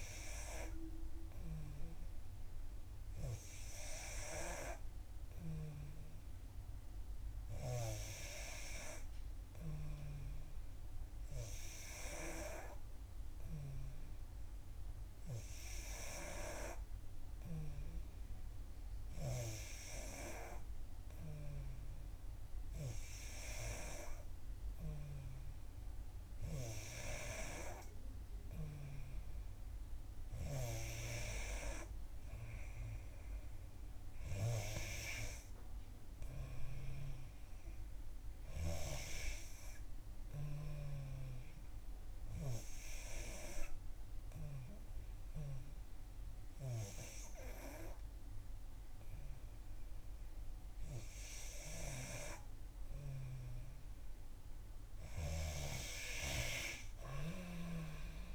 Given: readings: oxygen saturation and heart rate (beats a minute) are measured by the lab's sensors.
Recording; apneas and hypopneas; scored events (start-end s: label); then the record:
breathing in sleep by a room microphone; 1
42.50-52.50 s: hypopnea (oxygen 90% before, 89% lowest, heart rate 66 before, 60 extreme, up 2 after)
54.00-57.00 s: arousal
From the record:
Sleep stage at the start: N3 (deep sleep); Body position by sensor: on the back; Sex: female